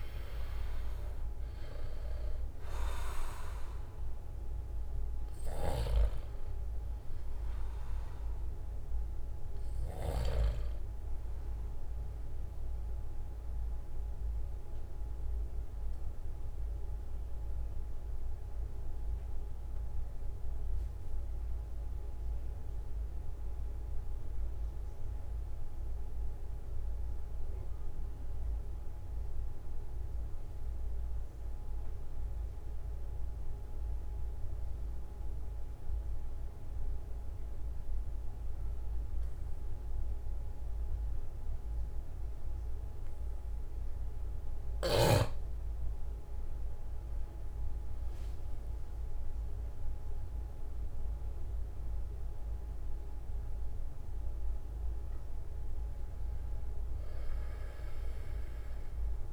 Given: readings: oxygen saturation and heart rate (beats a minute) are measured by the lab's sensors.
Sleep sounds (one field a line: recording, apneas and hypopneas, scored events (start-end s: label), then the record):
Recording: breathing in sleep, hard to hear, by a room microphone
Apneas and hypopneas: 1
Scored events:
0.00-28.50 s: oxygen desaturation (device-marked, oxygen 91% lowest, heart rate 42 extreme)
5.50-10.50 s: snoring (device-marked)
14.00-45.00 s: obstructive apnea (oxygen 97% before, 91% lowest, heart rate 46 before, 42 extreme, up 6 after)
46.50-59.33 s: oxygen desaturation (device-marked, oxygen 97% before, 91% lowest, heart rate 44 before, 41 extreme)
48.00-52.50 s: arousal
From the record:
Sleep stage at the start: N2 (light sleep)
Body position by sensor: on the back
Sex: male